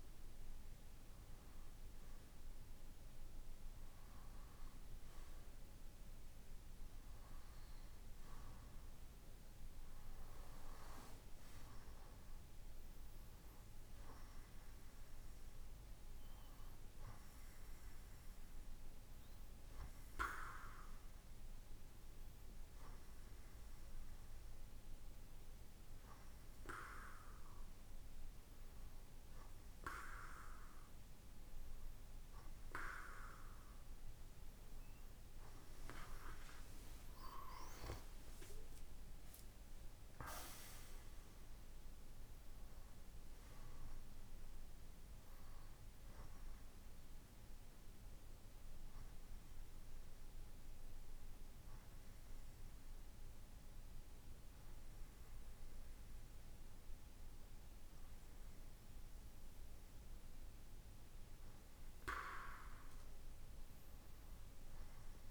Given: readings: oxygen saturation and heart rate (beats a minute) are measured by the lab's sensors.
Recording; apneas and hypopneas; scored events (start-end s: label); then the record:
breathing in sleep by a room microphone; none
46.50-65.31 s: new sleep stage, N2 (light sleep)
From the record:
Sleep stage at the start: N1 (lightest sleep); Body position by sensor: on the right side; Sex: male